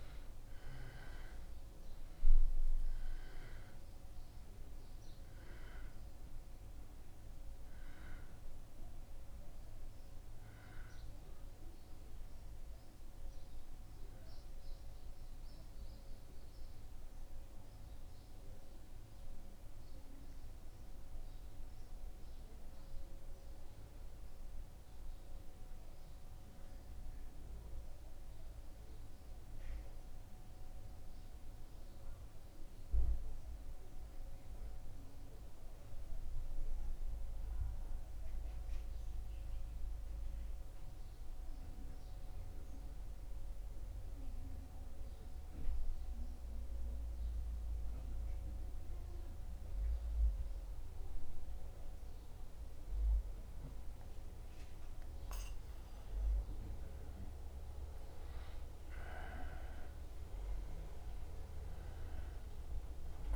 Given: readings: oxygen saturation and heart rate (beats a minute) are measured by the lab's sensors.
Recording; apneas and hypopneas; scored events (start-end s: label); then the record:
breathing in sleep, hard to hear, by a room microphone; 1
14.50-55.00 s: mixed apnea (oxygen 97% before, 92% lowest, heart rate 77 before, 73 extreme, up 3 after)
38.50-52.50 s: oxygen desaturation (device-marked, oxygen 96% before, 93% lowest, heart rate 75 before, 73 extreme)
56.50-60.50 s: arousal
From the record:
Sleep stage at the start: N2 (light sleep); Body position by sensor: on the back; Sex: male